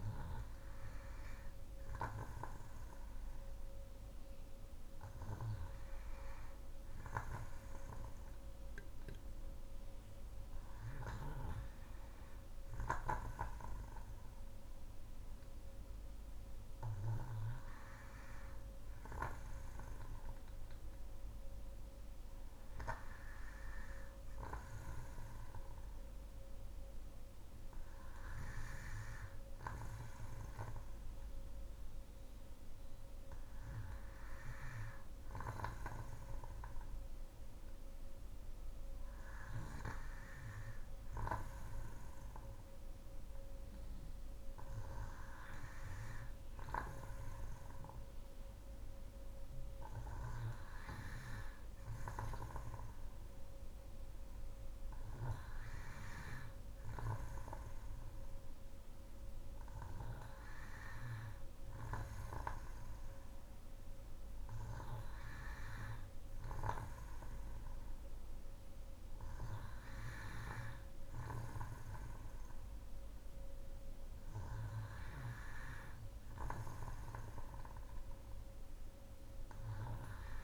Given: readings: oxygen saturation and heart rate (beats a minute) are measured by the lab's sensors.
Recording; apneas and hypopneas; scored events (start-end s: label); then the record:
breathing in sleep by a room microphone; none
none scored
From the record:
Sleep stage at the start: N2 (light sleep); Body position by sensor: on the back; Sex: female